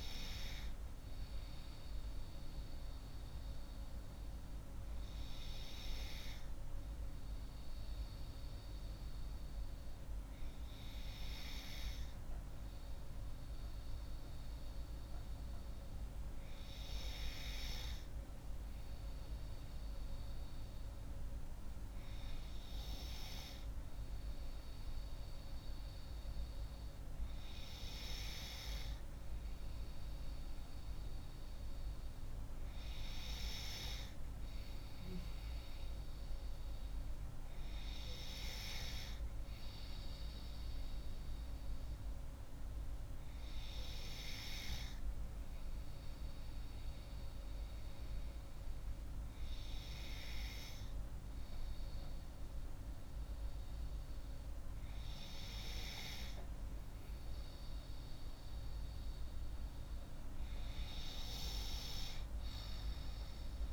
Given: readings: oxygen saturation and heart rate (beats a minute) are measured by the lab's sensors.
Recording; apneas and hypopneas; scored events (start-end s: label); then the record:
breathing in sleep by a room microphone; none
none scored
From the record:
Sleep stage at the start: N3 (deep sleep); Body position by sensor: on the left side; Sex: female